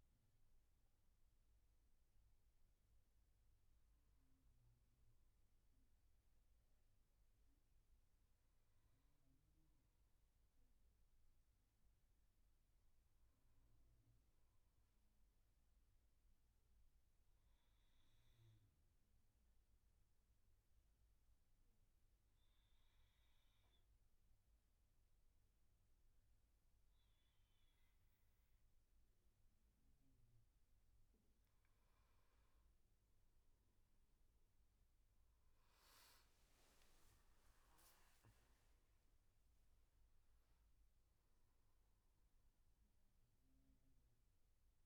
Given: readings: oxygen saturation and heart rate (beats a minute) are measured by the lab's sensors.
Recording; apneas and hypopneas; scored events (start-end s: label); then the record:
breathing in sleep, hard to hear, by a room microphone; 1
14.50-31.00 s: obstructive apnea (oxygen 99% before, 90% lowest, heart rate 80 before, 65 extreme, up 11 after)
30.00-44.86 s: oxygen desaturation (device-marked, oxygen 97% before, 94% lowest, heart rate 74 before, 65 extreme)
32.50-36.00 s: arousal
From the record:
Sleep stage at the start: N2 (light sleep); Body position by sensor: on the back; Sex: male